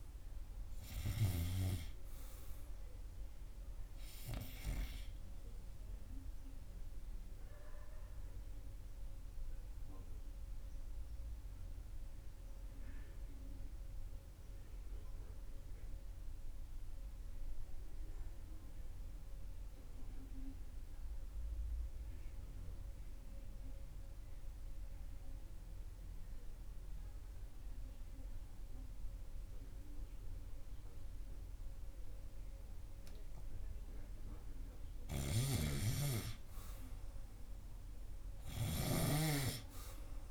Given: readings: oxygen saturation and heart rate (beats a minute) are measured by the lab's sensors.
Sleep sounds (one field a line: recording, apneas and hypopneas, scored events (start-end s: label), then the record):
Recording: breathing in sleep by a room microphone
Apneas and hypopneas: 1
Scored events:
0.00-2.00 s: snoring (device-marked)
7.50-34.50 s: obstructive apnea (oxygen 98% before, 92% lowest, heart rate 77 before, 80 extreme, up 2 after)
21.00-37.00 s: oxygen desaturation (device-marked, oxygen 98% before, 92% lowest, heart rate 81 before, 81 extreme)
35.50-40.31 s: snoring (device-marked)
37.00-40.31 s: arousal
From the record:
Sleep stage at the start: REM sleep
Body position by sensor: on the right side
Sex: male